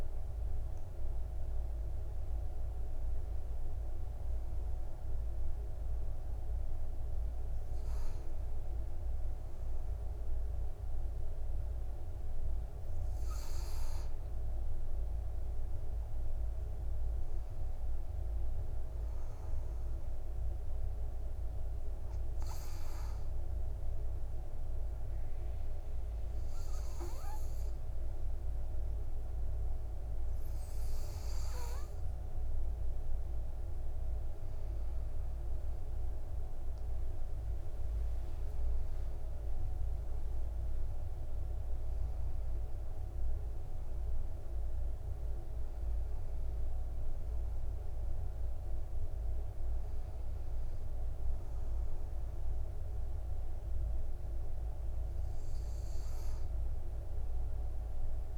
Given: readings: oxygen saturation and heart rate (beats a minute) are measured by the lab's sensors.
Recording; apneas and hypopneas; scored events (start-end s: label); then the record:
breathing in sleep, hard to hear, by a room microphone; 1
0.00-2.00 s: long interval between heartbeats (device-marked, heart rate 81 before, 94 extreme)
24.00-35.50 s: obstructive apnea (oxygen 98% before, 95% lowest, heart rate 69 before, 58 extreme, up 17 after)
38.50-43.00 s: arousal
From the record:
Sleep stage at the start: N2 (light sleep); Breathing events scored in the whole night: 202 in 4.0 hours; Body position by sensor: on the right side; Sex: male